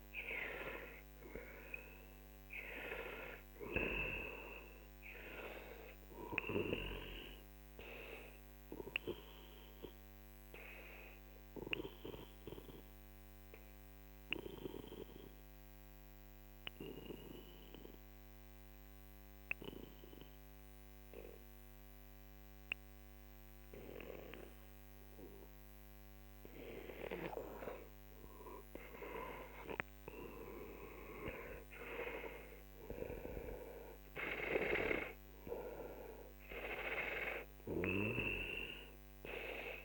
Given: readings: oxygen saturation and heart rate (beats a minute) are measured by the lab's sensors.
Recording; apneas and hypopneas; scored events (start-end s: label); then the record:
breathing in sleep by a microphone on the trachea; 1
0.00-5.50 s: oxygen desaturation (device-marked, oxygen 92% lowest, heart rate 45 extreme)
10.00-28.00 s: obstructive apnea (oxygen 96% before, 91% lowest, heart rate 56 before, 41 extreme, up 11 after)
29.50-33.50 s: arousal
32.50-39.85 s: oxygen desaturation (device-marked, oxygen 97% before, 92% lowest, heart rate 50 before, 41 extreme)
From the record:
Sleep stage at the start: N2 (light sleep); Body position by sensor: on the back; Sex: male